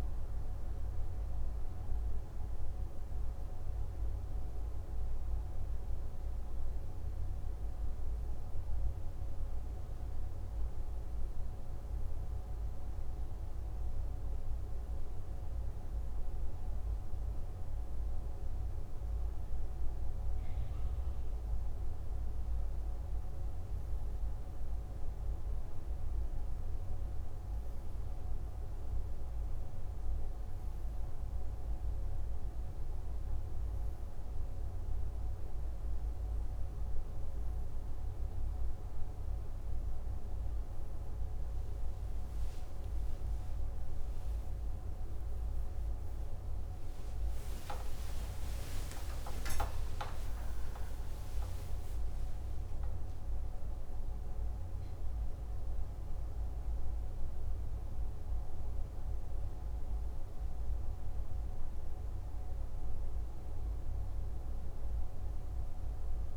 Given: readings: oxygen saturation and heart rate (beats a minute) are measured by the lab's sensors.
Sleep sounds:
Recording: breathing in sleep, hard to hear, by a room microphone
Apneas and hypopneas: none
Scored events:
43.00-50.00 s: arousal
From the record:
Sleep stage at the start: N2 (light sleep)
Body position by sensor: on the left side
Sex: male

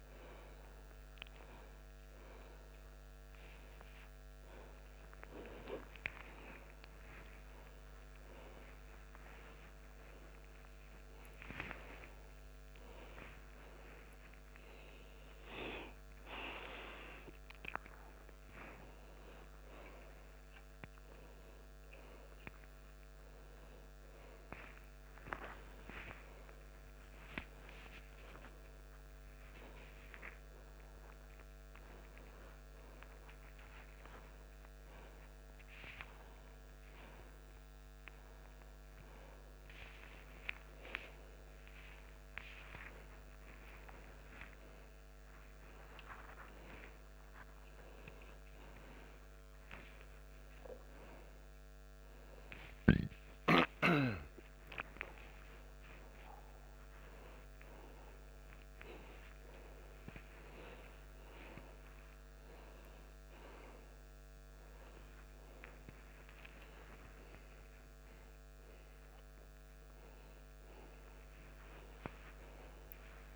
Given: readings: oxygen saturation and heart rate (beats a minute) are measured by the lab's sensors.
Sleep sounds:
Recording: a person awake in a sleep study, by a microphone on the trachea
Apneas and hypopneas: none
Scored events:
none scored
From the record:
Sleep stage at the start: awake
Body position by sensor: on the back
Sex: male

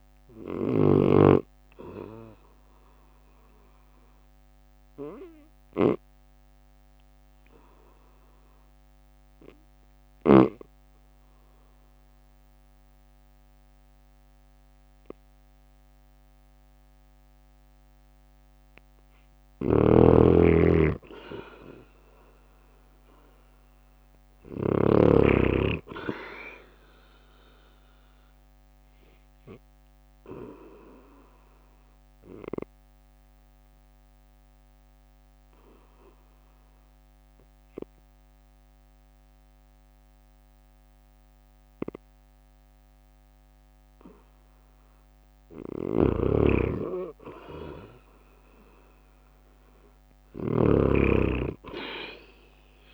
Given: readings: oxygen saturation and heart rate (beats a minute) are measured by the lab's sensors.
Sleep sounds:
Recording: breathing in sleep by a microphone on the trachea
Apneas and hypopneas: 2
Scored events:
0.00-1.00 s: snoring (device-marked)
0.00-13.50 s: oxygen desaturation (device-marked, oxygen 95% lowest, heart rate 52 extreme)
4.00-18.00 s: obstructive apnea (oxygen 98% before, 92% lowest, heart rate 54 before, 52 extreme, up 6 after)
19.00-25.00 s: snoring (device-marked)
20.50-24.00 s: arousal
22.50-36.50 s: drop in pulse transit time (device-marked, heart rate 54 before, 54 extreme)
29.50-43.00 s: obstructive apnea (oxygen 98% before, 92% lowest, heart rate 55 before, 51 extreme, up 5 after)
45.50-50.50 s: snoring (device-marked)
46.50-50.00 s: arousal
50.50-52.94 s: oxygen desaturation (device-marked, oxygen 97% before, 92% lowest, heart rate 54 before, 51 extreme)
51.50-52.94 s: drop in pulse transit time (device-marked, heart rate 54 before, 51 extreme)
From the record:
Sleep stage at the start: N2 (light sleep)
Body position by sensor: on the right side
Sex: male

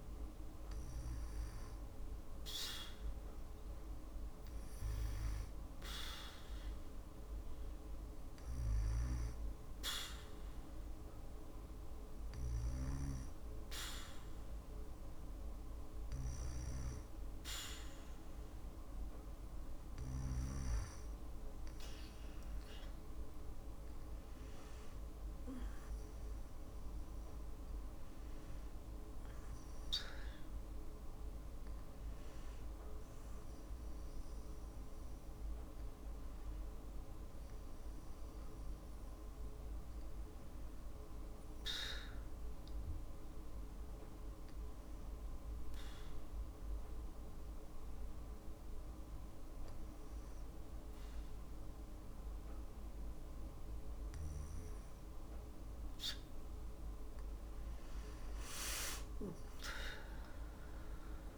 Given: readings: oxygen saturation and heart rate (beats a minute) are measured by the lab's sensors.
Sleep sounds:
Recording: breathing in sleep by a room microphone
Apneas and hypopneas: 2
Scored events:
6.50-18.00 s: hypopnea (oxygen 96% before, 92% lowest, heart rate 60 before, 61 extreme, up 1 after)
21.00-25.00 s: arousal
42.50-53.50 s: obstructive apnea (oxygen 95% before, 90% lowest, heart rate 62 before, 57 extreme, up 2 after)
55.00-59.00 s: arousal
From the record:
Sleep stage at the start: N2 (light sleep)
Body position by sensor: on the back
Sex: female

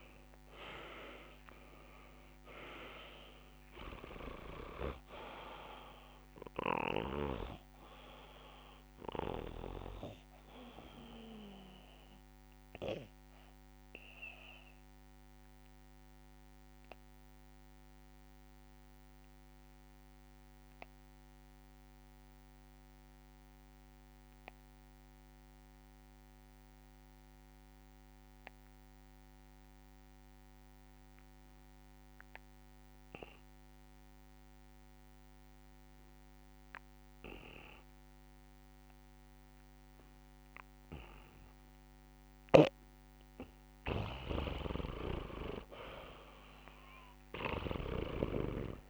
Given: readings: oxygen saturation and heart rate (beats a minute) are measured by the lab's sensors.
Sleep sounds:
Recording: breathing in sleep by a microphone on the trachea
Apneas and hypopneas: 1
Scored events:
0.00-2.00 s: arousal
0.00-22.50 s: oxygen desaturation (device-marked, oxygen 80% lowest, heart rate 64 extreme)
12.50-43.00 s: obstructive apnea (oxygen 98% before, 80% lowest, heart rate 80 before, 64 extreme, up 14 after)
37.50-48.90 s: oxygen desaturation (device-marked, oxygen 99% before, 88% lowest, heart rate 68 before, 66 extreme)
47.00-48.90 s: snoring (device-marked)
From the record:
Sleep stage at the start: N2 (light sleep)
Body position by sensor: on the back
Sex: male

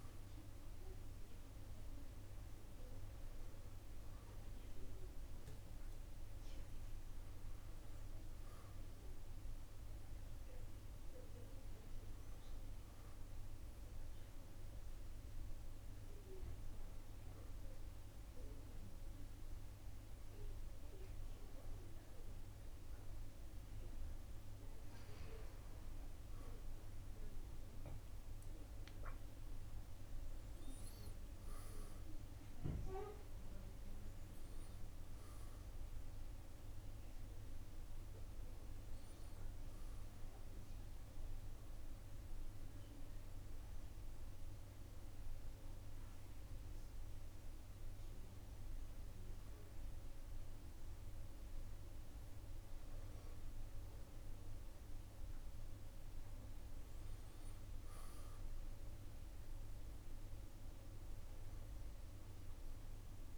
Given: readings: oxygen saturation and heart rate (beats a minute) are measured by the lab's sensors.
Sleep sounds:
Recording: breathing in sleep, hard to hear, by a room microphone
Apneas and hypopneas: none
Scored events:
none scored
From the record:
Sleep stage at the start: N1 (lightest sleep)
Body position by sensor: on the back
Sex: male

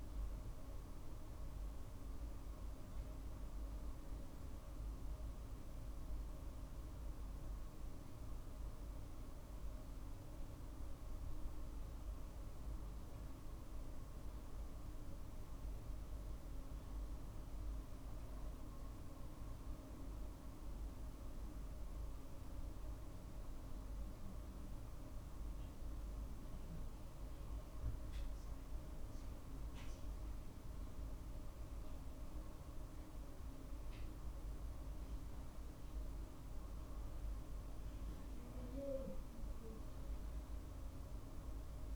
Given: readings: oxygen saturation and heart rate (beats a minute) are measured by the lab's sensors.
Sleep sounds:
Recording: breathing in sleep, hard to hear, by a room microphone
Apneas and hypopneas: none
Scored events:
none scored
From the record:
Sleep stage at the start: N2 (light sleep)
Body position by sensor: on the right side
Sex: male

